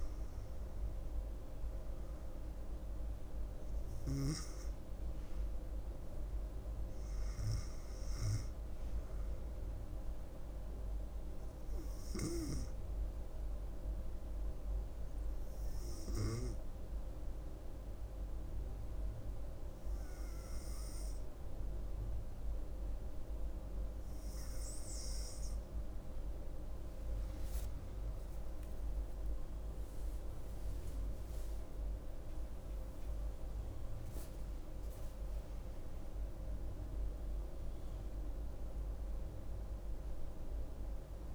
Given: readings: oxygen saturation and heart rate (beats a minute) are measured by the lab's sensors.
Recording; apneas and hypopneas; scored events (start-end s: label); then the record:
breathing in sleep, hard to hear, by a room microphone; none
27.50-33.00 s: arousal
From the record:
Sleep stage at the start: N2 (light sleep); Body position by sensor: on the right side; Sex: female